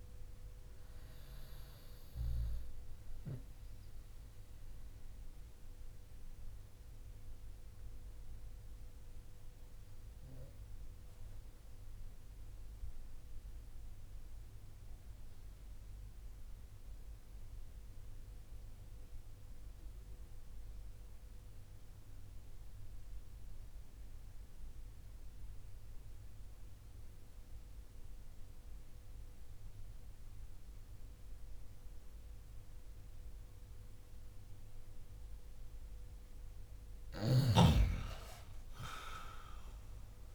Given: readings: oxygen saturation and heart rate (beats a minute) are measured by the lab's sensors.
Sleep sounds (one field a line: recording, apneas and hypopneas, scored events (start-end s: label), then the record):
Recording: breathing in sleep by a room microphone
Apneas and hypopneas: 1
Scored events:
0.00-18.50 s: oxygen desaturation (device-marked, oxygen 91% lowest)
4.00-35.00 s: mixed apnea (oxygen 97% before, 91% lowest)
36.50-40.35 s: oxygen desaturation (device-marked, oxygen 97% before, 93% lowest)
37.50-40.35 s: arousal
From the record:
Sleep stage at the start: N2 (light sleep)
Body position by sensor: on the back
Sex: male